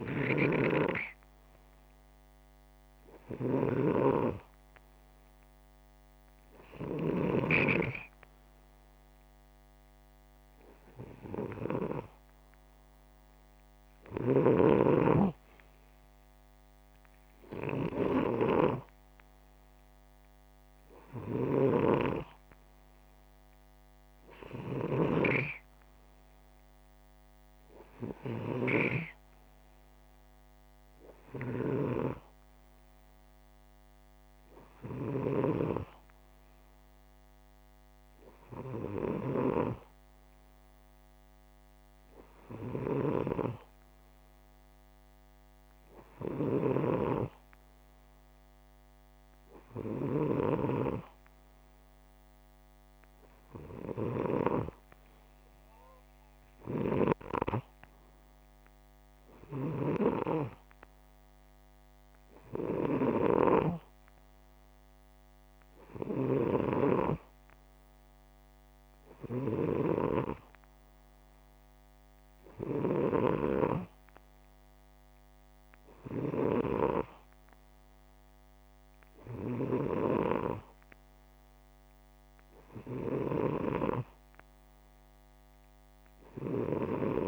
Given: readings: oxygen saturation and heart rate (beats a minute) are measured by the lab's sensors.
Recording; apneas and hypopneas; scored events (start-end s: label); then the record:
breathing in sleep by a microphone on the trachea; none
0.00-7.00 s: snoring (device-marked)
21.00-73.00 s: snoring (device-marked)
From the record:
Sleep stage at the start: N2 (light sleep); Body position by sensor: upright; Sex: male